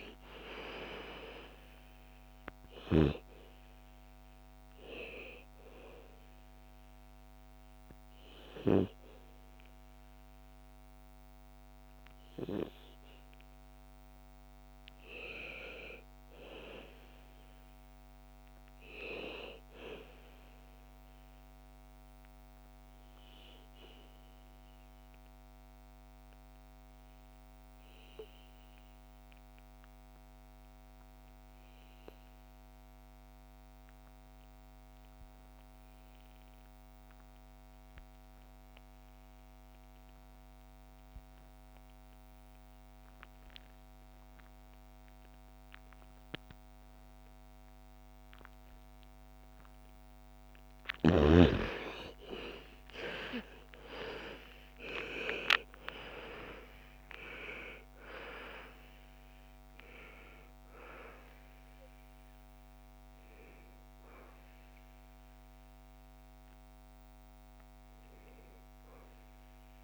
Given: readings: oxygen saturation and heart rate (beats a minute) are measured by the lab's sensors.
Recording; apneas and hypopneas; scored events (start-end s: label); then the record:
breathing in sleep by a microphone on the trachea; 1
0.00-17.50 s: oxygen desaturation (device-marked, oxygen 76% lowest, heart rate 55 extreme)
20.00-48.50 s: obstructive apnea (oxygen 93% before, 76% lowest, heart rate 67 before, 55 extreme, up 33 after)
43.50-69.84 s: oxygen desaturation (device-marked, oxygen 98% before, 76% lowest, heart rate 58 before, 55 extreme)
51.50-56.50 s: arousal
From the record:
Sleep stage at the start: N2 (light sleep); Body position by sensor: on the back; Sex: female